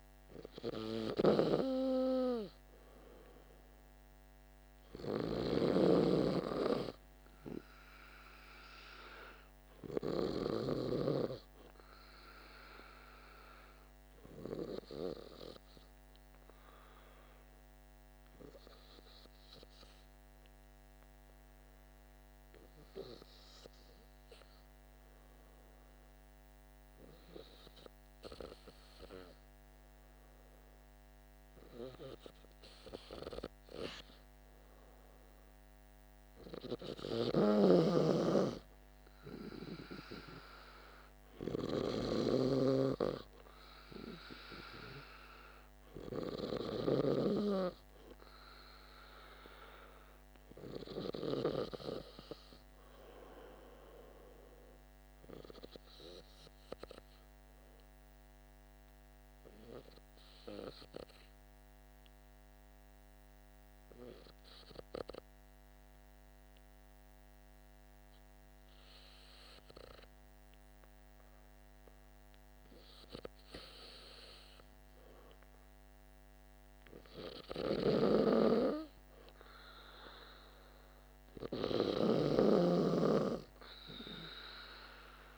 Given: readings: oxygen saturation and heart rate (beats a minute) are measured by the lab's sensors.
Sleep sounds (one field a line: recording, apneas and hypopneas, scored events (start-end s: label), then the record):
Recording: breathing in sleep by a microphone on the trachea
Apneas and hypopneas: 2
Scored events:
0.50-10.50 s: snoring (device-marked)
7.50-12.00 s: arousal
16.50-33.00 s: hypopnea (oxygen 97% before, 92% lowest, heart rate 50 before, 49 extreme, up 2 after)
34.50-39.00 s: arousal
36.00-60.00 s: oxygen desaturation (device-marked, oxygen 97% before, 94% lowest, heart rate 50 before, 48 extreme)
36.50-42.00 s: snoring (device-marked)
58.50-73.00 s: hypopnea (oxygen 97% before, 92% lowest, heart rate 50 before, 48 extreme, up 3 after)
75.50-79.00 s: arousal
77.00-85.38 s: snoring (device-marked)
79.00-85.38 s: oxygen desaturation (device-marked, oxygen 97% before, 92% lowest, heart rate 49 before, 48 extreme)
From the record:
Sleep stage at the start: N2 (light sleep)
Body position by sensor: on the back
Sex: male